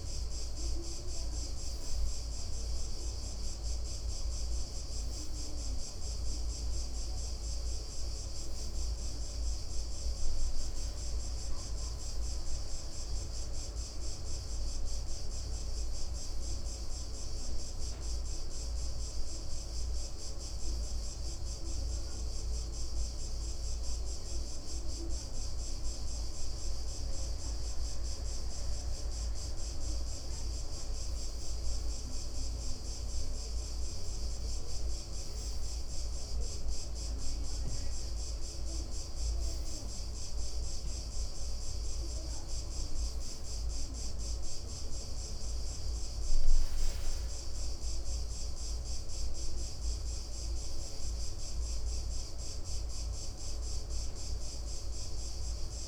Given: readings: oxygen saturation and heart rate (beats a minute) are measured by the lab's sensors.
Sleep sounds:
breathing in sleep, hard to hear, by a room microphone; 1
3.50-33.50 s: new sleep stage, N1 (lightest sleep)
16.50-21.00 s: arousal
23.50-34.00 s: hypopnea (oxygen 98% before, 94% lowest, heart rate 68 before, 61 extreme, up 5 after)
32.50-45.50 s: oxygen desaturation (device-marked, oxygen 98% before, 94% lowest, heart rate 64 before, 59 extreme)
33.50-55.87 s: new sleep stage, N2 (light sleep)
37.00-41.00 s: arousal
From the record:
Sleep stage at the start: N2 (light sleep); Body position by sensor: on the right side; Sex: male

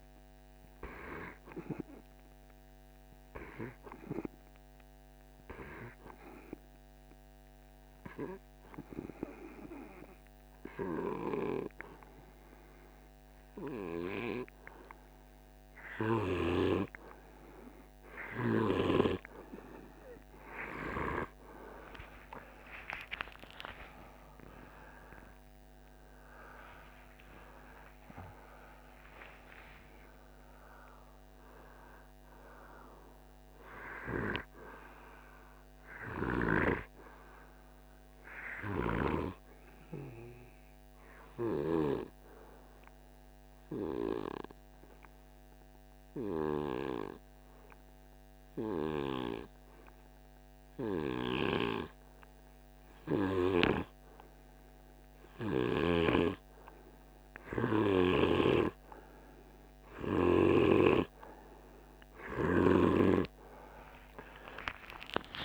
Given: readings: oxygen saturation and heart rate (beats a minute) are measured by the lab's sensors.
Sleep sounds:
breathing in sleep by a microphone on the trachea; 2
0.50-14.00 s: hypopnea (oxygen 98% before, 91% lowest, heart rate 67 before, 51 extreme, up 0 after)
21.50-26.50 s: arousal
36.00-37.00 s: oxygen desaturation (device-marked, oxygen 97% before, 91% lowest, heart rate 60 before, 49 extreme)
37.00-55.00 s: hypopnea (oxygen 97% before, 91% lowest, heart rate 60 before, 49 extreme, up 2 after)
57.50-62.00 s: snoring (device-marked)
60.00-65.45 s: new sleep stage, awake
From the record:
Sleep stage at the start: N2 (light sleep); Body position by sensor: on the right side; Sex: male

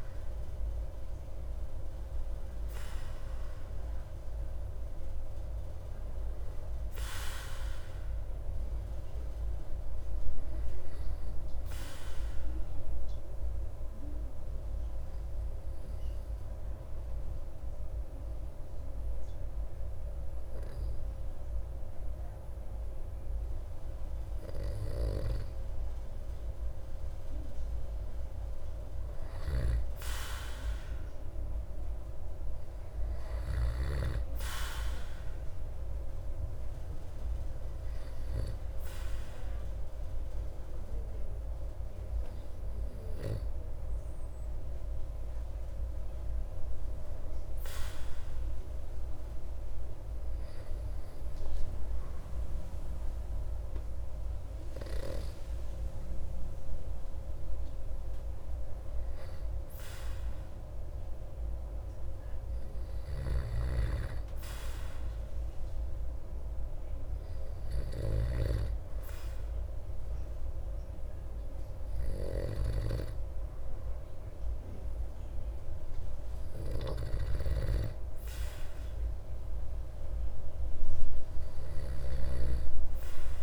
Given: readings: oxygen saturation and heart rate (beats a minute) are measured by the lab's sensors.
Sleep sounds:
breathing in sleep by a room microphone; 2
0.00-1.00 s: arousal
13.00-28.00 s: obstructive apnea (oxygen 98% before, 95% lowest)
31.00-34.50 s: arousal
48.00-59.50 s: obstructive apnea (oxygen 98% before, 95% lowest)
62.00-66.00 s: arousal
63.50-68.50 s: snoring (device-marked)
From the record:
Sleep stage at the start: N2 (light sleep); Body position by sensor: on the back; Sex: male

